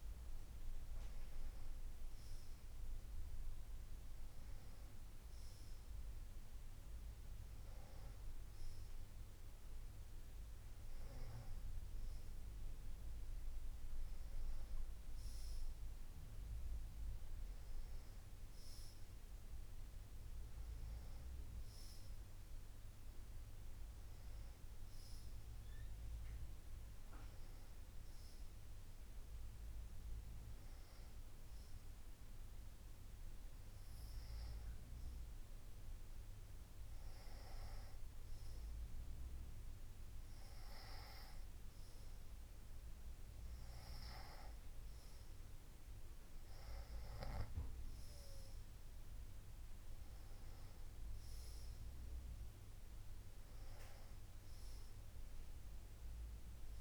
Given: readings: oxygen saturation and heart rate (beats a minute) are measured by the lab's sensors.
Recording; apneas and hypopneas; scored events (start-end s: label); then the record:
breathing in sleep, hard to hear, by a room microphone; none
none scored
From the record:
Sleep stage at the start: N2 (light sleep); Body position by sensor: on the back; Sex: female